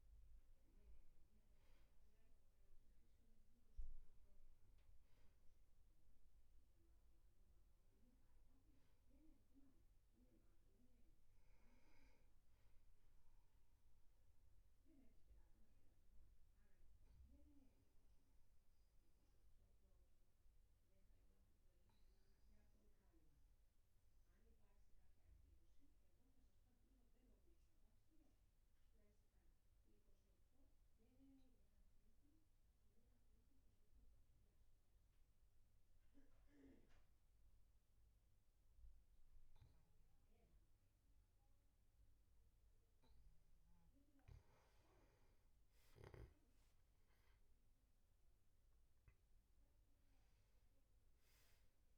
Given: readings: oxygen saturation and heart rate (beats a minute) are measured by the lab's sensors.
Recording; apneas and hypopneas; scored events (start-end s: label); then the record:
breathing in sleep, hard to hear, by a room microphone; 1
14.50-43.00 s: obstructive apnea (oxygen 99% before, 92% lowest, heart rate 52 before, 47 extreme, up 2 after)
45.00-51.98 s: oxygen desaturation (device-marked, oxygen 99% before, 92% lowest, heart rate 50 before, 43 extreme)
45.50-49.00 s: arousal
From the record:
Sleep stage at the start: N2 (light sleep); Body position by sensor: on the back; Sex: male